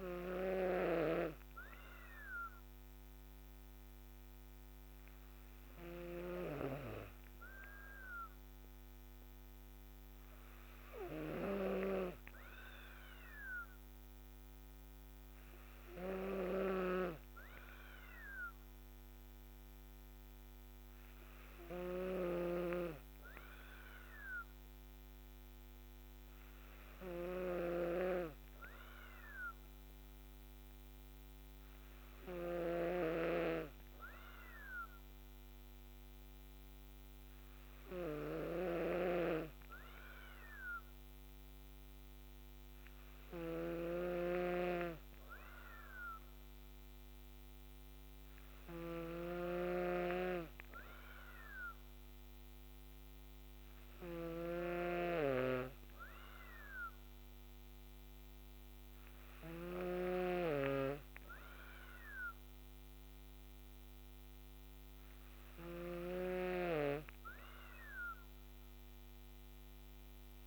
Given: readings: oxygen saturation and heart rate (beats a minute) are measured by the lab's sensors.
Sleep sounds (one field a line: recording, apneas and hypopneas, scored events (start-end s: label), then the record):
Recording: breathing in sleep by a microphone on the trachea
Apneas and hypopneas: none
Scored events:
38.50-60.00 s: snoring (device-marked)
From the record:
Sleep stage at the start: N2 (light sleep)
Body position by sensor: on the back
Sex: female